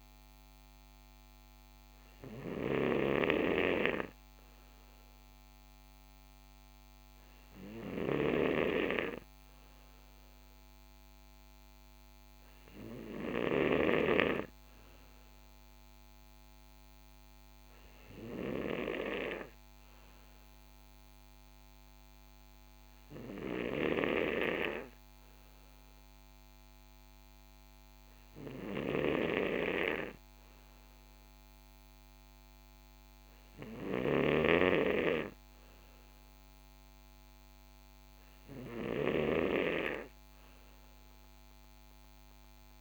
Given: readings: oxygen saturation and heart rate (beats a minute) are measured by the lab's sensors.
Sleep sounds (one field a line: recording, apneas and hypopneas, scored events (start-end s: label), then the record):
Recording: breathing in sleep by a microphone on the trachea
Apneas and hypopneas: none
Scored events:
none scored
From the record:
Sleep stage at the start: N3 (deep sleep)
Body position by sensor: on the right side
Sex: male